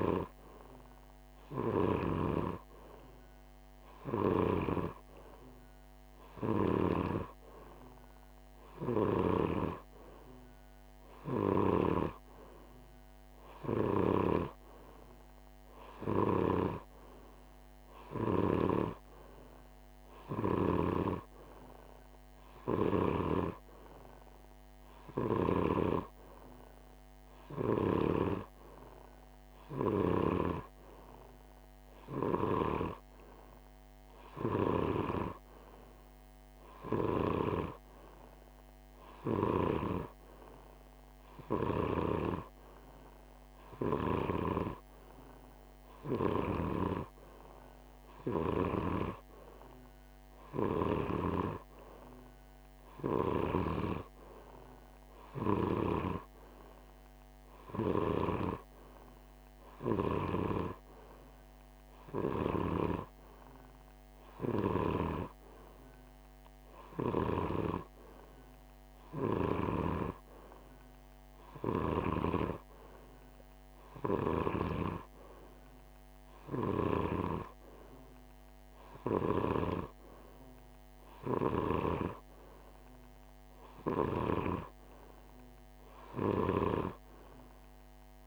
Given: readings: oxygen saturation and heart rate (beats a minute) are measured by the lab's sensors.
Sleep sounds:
breathing in sleep by a microphone on the trachea; none
none scored
From the record:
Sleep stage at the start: N2 (light sleep); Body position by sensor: on the right side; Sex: male

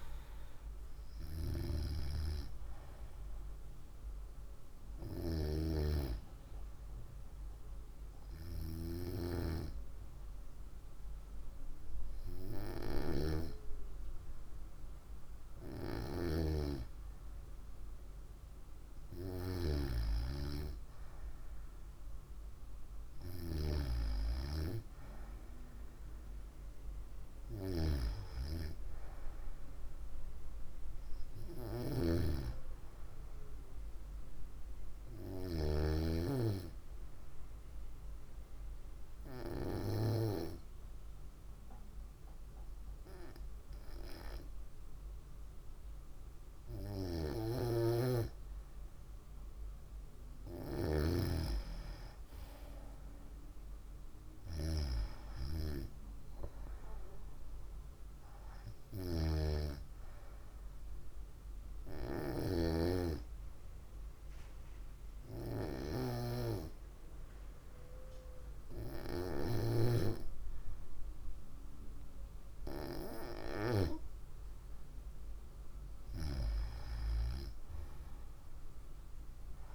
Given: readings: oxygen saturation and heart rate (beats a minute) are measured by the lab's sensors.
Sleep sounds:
breathing in sleep by a room microphone; 2
35.50-48.50 s: hypopnea (oxygen 95% before, 94% lowest, heart rate 57 before, 54 extreme, up 5 after)
49.50-53.00 s: arousal
61.50-74.00 s: hypopnea (oxygen 95% before, 94% lowest, heart rate 58 before, 54 extreme, up 6 after)
75.50-79.50 s: arousal
From the record:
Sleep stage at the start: N2 (light sleep); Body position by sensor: on the right side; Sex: female

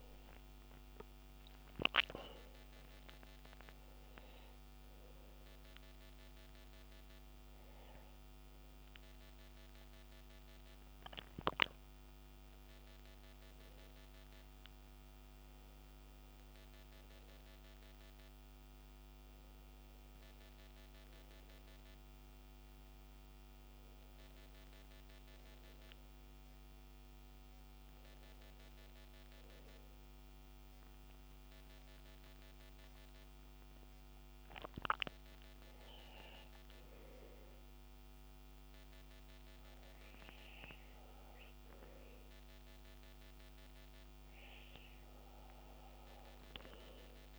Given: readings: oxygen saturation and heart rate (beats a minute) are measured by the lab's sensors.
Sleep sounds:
a person awake in a sleep study, by a microphone on the trachea; none
34.50-47.39 s: new sleep stage, N2 (light sleep)
From the record:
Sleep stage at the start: awake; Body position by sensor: on the back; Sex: male

